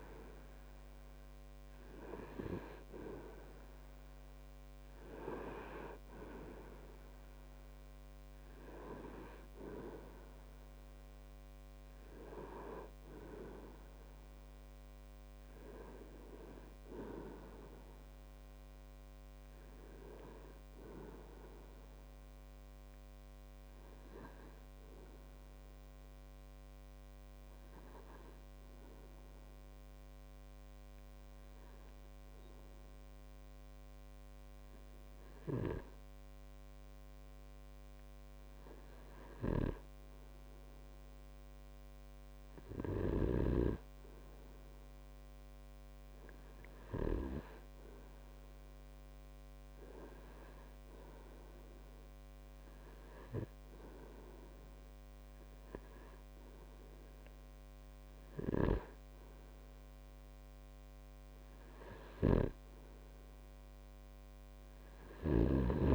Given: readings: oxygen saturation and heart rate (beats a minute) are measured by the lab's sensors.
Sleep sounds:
breathing in sleep by a microphone on the trachea; 1
26.50-60.50 s: hypopnea (oxygen 98% before, 95% lowest)
62.50-65.95 s: snoring (device-marked)
63.00-65.95 s: arousal
From the record:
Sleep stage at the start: REM sleep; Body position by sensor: on the right side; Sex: male

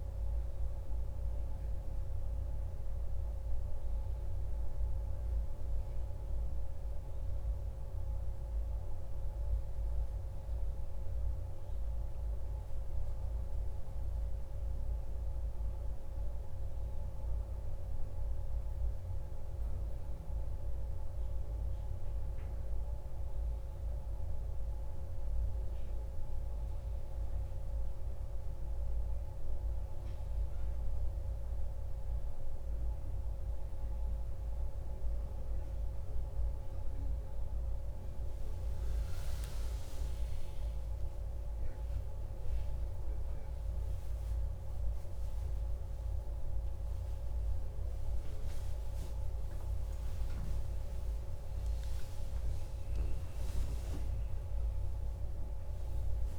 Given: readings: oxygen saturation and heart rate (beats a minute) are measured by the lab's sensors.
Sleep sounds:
a person awake in a sleep study, hard to hear, by a room microphone; none
none scored
From the record:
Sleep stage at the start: awake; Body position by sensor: on the back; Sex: male

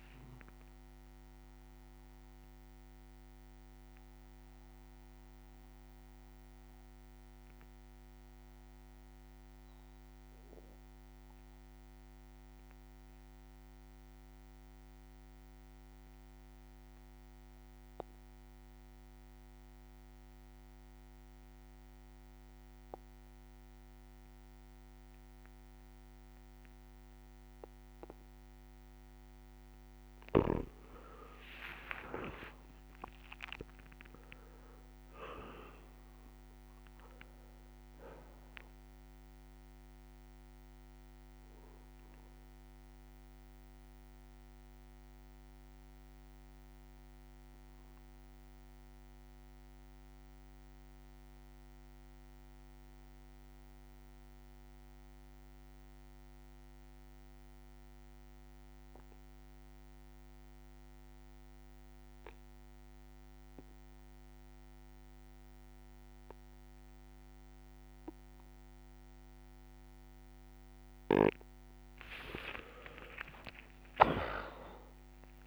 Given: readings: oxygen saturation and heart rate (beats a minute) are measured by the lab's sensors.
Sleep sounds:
breathing in sleep by a microphone on the trachea; 2
0.00-14.00 s: oxygen desaturation (device-marked, oxygen 93% lowest, heart rate 60 extreme)
2.50-28.00 s: obstructive apnea (oxygen 99% before, 91% lowest, heart rate 64 before, 59 extreme, up 14 after)
28.00-55.00 s: oxygen desaturation (device-marked, oxygen 99% before, 91% lowest, heart rate 61 before, 59 extreme)
31.50-35.50 s: arousal
32.00-34.00 s: long interval between heartbeats (device-marked, heart rate 61 before, 72 extreme)
45.00-53.00 s: bradycardia (device-marked, heart rate 63 before, 59 extreme)
45.00-71.00 s: obstructive apnea (oxygen 99% before, 91% lowest, heart rate 66 before, 59 extreme, up 15 after)
72.00-75.47 s: arousal
72.00-75.47 s: oxygen desaturation (device-marked, oxygen 99% before, 91% lowest, heart rate 61 before, 60 extreme)
74.00-75.47 s: long interval between heartbeats (device-marked, heart rate 61 before, 73 extreme)
From the record:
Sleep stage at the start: N2 (light sleep); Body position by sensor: on the back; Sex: male

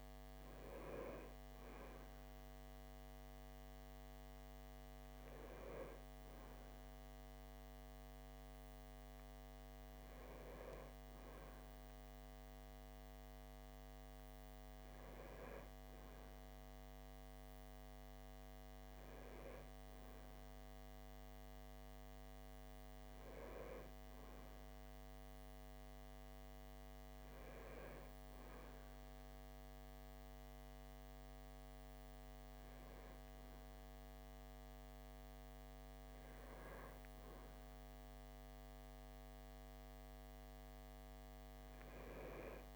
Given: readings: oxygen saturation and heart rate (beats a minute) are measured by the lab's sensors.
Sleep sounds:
breathing in sleep by a microphone on the trachea; none
none scored
From the record:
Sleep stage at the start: REM sleep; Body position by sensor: on the back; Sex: male

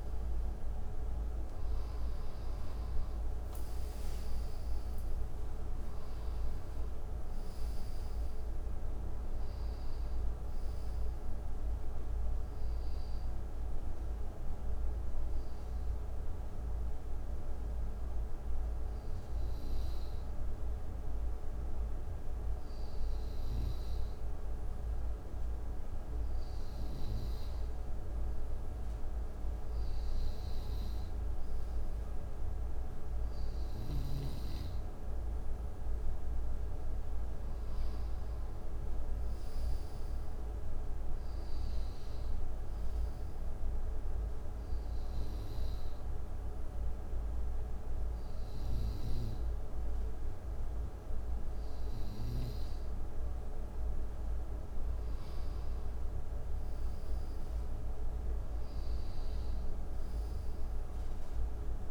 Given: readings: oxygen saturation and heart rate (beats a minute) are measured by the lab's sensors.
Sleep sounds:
breathing in sleep, hard to hear, by a room microphone; 2
4.50-9.50 s: arousal
12.50-25.50 s: hypopnea (oxygen 92% before, 91% lowest, heart rate 75 before, 65 extreme, up 9 after)
27.50-32.00 s: arousal
28.00-41.00 s: oxygen desaturation (device-marked, oxygen 95% before, 91% lowest, heart rate 71 before, 73 extreme)
30.50-34.50 s: snoring (device-marked)
43.50-54.50 s: hypopnea (oxygen 95% before, 88% lowest, heart rate 73 before, 71 extreme, up 4 after)
49.00-52.50 s: snoring (device-marked)
56.50-60.00 s: arousal
From the record:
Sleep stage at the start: N2 (light sleep); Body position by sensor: on the right side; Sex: male

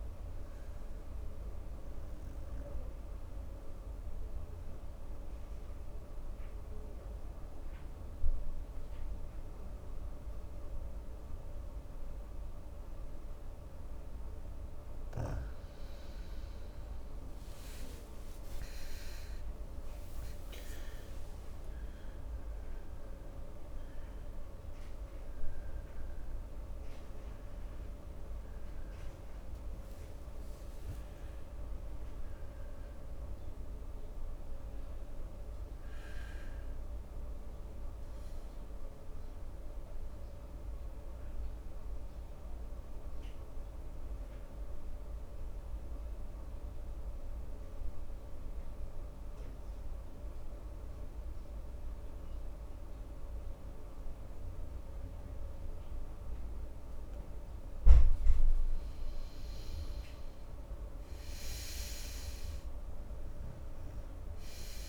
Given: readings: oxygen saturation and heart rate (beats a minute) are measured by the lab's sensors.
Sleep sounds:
breathing in sleep, hard to hear, by a room microphone; 2
3.00-15.50 s: obstructive apnea (oxygen 95% before, 94% lowest, heart rate 69 before, 64 extreme, up 24 after)
17.00-22.50 s: arousal
44.50-58.00 s: obstructive apnea (oxygen 96% before, 92% lowest, heart rate 71 before, 65 extreme, up 4 after)
59.50-63.50 s: arousal
From the record:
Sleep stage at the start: N2 (light sleep); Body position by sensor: on the right side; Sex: male

